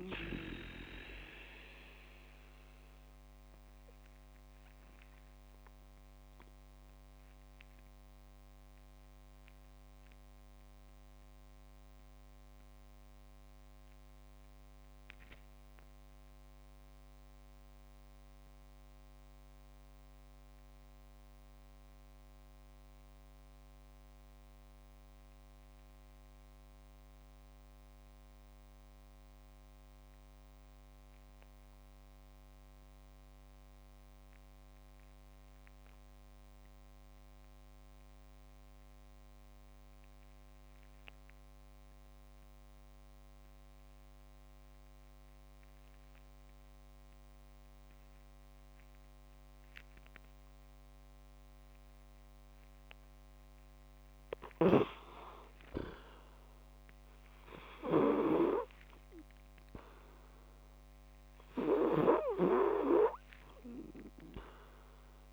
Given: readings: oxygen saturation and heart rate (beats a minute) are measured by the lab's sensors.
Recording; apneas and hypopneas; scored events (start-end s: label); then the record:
breathing in sleep by a microphone on the trachea; 1
0.00-5.00 s: oxygen desaturation (device-marked, oxygen 93% lowest, heart rate 27 extreme)
3.50-52.00 s: obstructive apnea (oxygen 98% before, 89% lowest)
11.00-30.00 s: oxygen desaturation (device-marked, oxygen 94% before, 89% lowest, heart rate 47 before, 37 extreme)
14.50-18.50 s: leg movement (device-marked)
53.50-57.00 s: arousal
54.00-65.33 s: snoring (device-marked)
From the record:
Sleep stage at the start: REM sleep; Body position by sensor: on the back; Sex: male